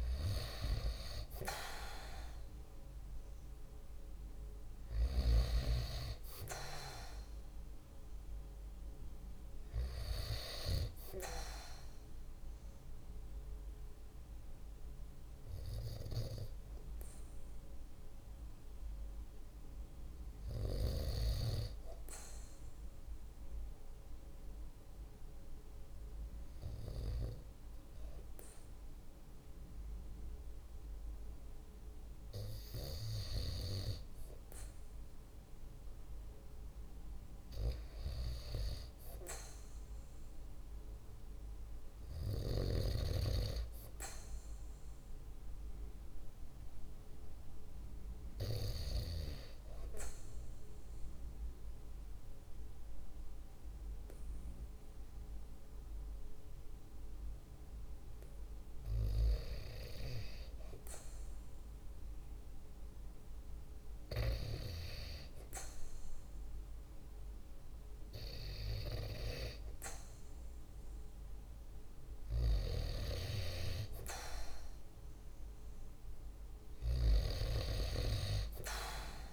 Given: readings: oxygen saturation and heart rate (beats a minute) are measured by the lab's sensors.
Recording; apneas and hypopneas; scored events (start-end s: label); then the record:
breathing in sleep by a room microphone; 1
0.00-9.50 s: oxygen desaturation (device-marked, oxygen 90% lowest, heart rate 50 extreme)
36.50-40.50 s: arousal
48.50-62.50 s: hypopnea (oxygen 97% before, 93% lowest, heart rate 50 before, 47 extreme, up 2 after)
65.00-69.00 s: arousal
From the record:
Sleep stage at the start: REM sleep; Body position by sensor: on the right side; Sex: male